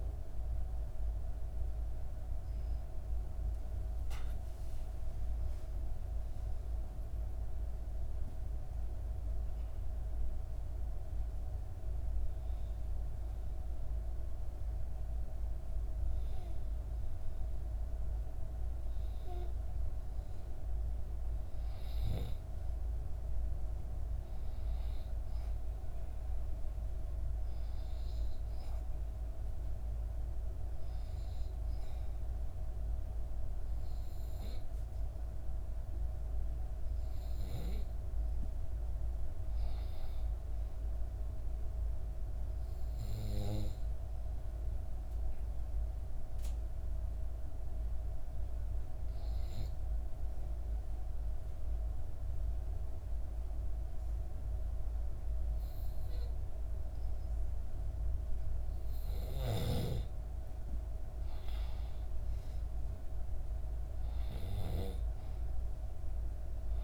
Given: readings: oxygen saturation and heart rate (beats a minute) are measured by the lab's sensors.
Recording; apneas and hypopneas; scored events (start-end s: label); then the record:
breathing in sleep, hard to hear, by a room microphone; 2
8.00-20.00 s: obstructive apnea (oxygen 96% before, 91% lowest, heart rate 65 before, 61 extreme, up 1 after)
17.50-19.50 s: long interval between heartbeats (device-marked, heart rate 66 before, 64 extreme)
21.00-25.50 s: arousal
29.00-42.00 s: oxygen desaturation (device-marked, oxygen 95% before, 92% lowest, heart rate 66 before, 62 extreme)
48.50-59.50 s: obstructive apnea (oxygen 95% before, 91% lowest, heart rate 66 before, 62 extreme, up 5 after)
62.00-65.50 s: arousal
From the record:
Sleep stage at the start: N2 (light sleep); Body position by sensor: on the back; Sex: female